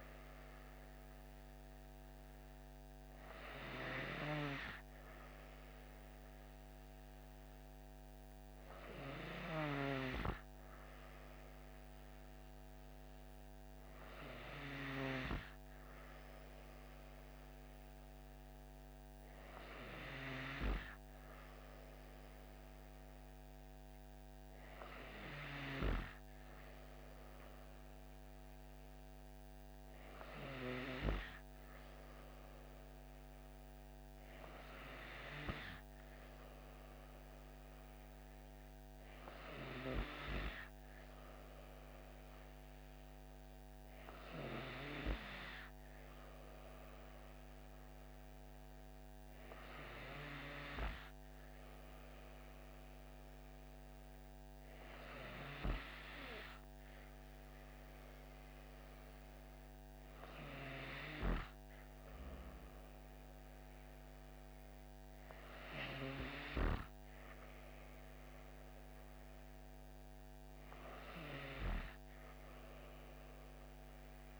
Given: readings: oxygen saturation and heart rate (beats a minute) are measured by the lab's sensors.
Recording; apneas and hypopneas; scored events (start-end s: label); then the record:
breathing in sleep by a microphone on the trachea; none
35.50-74.40 s: new sleep stage, N3 (deep sleep)
From the record:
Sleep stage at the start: N2 (light sleep); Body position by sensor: on the back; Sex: female